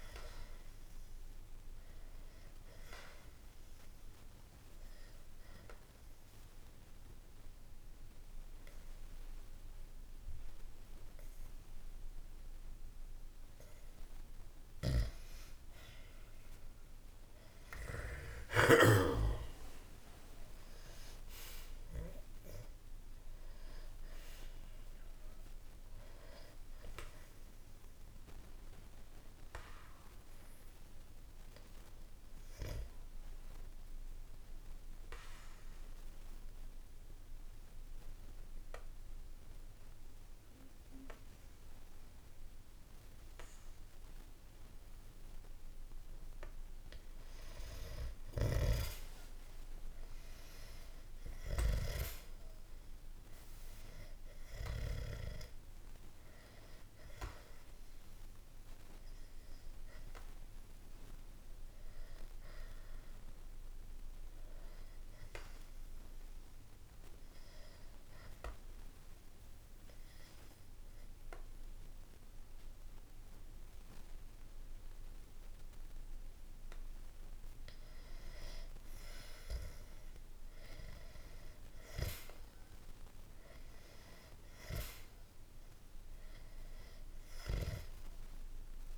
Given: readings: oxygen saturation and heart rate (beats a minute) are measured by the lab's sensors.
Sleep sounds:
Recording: breathing in sleep by a room microphone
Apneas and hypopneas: 3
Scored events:
3.50-14.50 s: obstructive apnea (oxygen 96% before, 92% lowest, heart rate 62 before, 62 extreme, up 3 after)
16.00-21.00 s: arousal
34.50-47.00 s: obstructive apnea (oxygen 94% before, 92% lowest, heart rate 64 before, 58 extreme, up 0 after)
48.50-52.50 s: arousal
60.50-73.50 s: oxygen desaturation (device-marked, oxygen 97% before, 93% lowest, heart rate 61 before, 58 extreme)
65.00-77.50 s: obstructive apnea (oxygen 97% before, 93% lowest, heart rate 60 before, 58 extreme, up 4 after)
79.50-84.00 s: arousal
From the record:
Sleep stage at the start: N2 (light sleep)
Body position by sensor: on the back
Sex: male

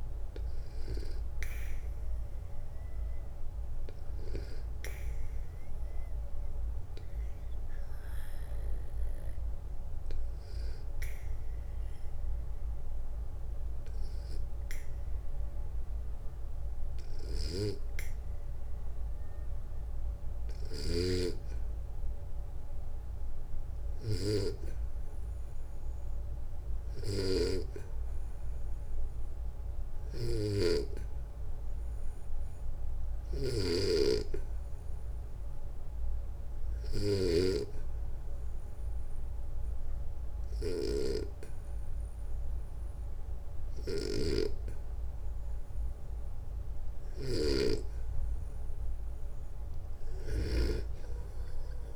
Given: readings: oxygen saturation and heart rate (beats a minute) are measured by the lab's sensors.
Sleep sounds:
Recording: breathing in sleep by a room microphone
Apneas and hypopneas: 2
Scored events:
3.50-6.50 s: arousal
8.00-20.00 s: obstructive apnea (oxygen 95% before, 89% lowest, heart rate 62 before, 62 extreme, up 1 after)
22.00-25.00 s: arousal
29.00-50.00 s: snoring (device-marked)
32.00-45.50 s: obstructive apnea (oxygen 96% before, 89% lowest, heart rate 63 before, 60 extreme, up 2 after)
34.00-51.00 s: oxygen desaturation (device-marked, oxygen 95% before, 90% lowest, heart rate 63 before, 59 extreme)
From the record:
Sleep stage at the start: N2 (light sleep)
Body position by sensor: on the back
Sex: male

